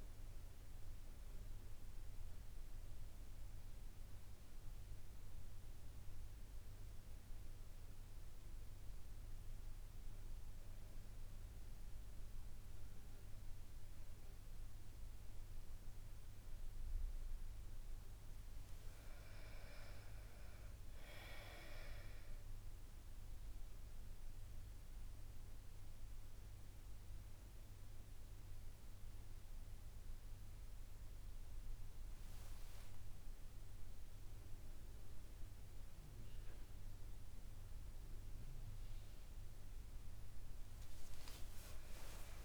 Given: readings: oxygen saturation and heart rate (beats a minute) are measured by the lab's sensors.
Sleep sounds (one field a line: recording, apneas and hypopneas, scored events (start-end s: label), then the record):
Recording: breathing in sleep, hard to hear, by a room microphone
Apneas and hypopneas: 1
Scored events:
21.50-37.50 s: oxygen desaturation (device-marked, oxygen 97% before, 94% lowest, heart rate 73 before, 65 extreme)
22.50-37.00 s: hypopnea (oxygen 100% before, 94% lowest, heart rate 73 before, 65 extreme, up 11 after)
38.00-42.00 s: arousal
From the record:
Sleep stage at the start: N1 (lightest sleep)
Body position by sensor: on the back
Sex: female